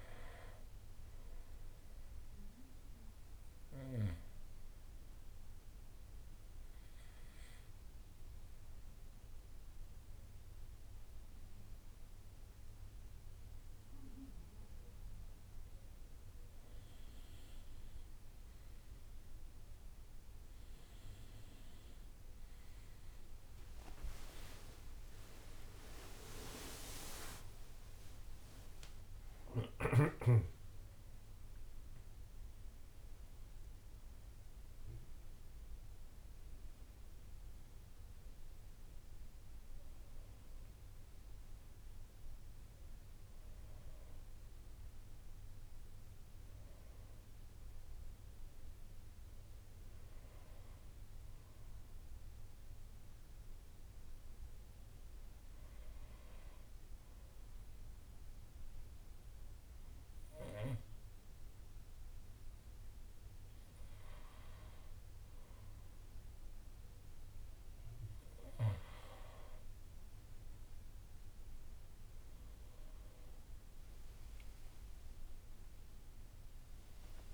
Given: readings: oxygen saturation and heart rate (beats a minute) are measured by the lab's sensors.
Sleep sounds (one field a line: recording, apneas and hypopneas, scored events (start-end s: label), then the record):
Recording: breathing in sleep by a room microphone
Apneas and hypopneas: 2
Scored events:
6.00-16.50 s: obstructive apnea (oxygen 96% before, 91% lowest, heart rate 65 before, 63 extreme, up 9 after)
19.50-24.50 s: arousal
22.50-34.50 s: oxygen desaturation (device-marked, oxygen 96% before, 91% lowest, heart rate 64 before, 63 extreme)
24.50-26.50 s: long interval between heartbeats (device-marked, heart rate 65 before, 84 extreme)
24.50-36.50 s: drop in pulse transit time (device-marked, heart rate 65 before, 80 extreme)
25.50-27.50 s: tachycardia (device-marked, heart rate 67 before, 99 extreme)
27.50-77.34 s: new sleep stage, N1 (lightest sleep)
43.50-48.00 s: arousal
52.00-63.50 s: hypopnea (oxygen 98% before, 93% lowest, heart rate 74 before, 63 extreme, up 2 after)
61.50-77.34 s: oxygen desaturation (device-marked, oxygen 97% before, 93% lowest, heart rate 67 before, 64 extreme)
73.50-77.34 s: arousal
From the record:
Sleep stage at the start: N2 (light sleep)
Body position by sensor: on the back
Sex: male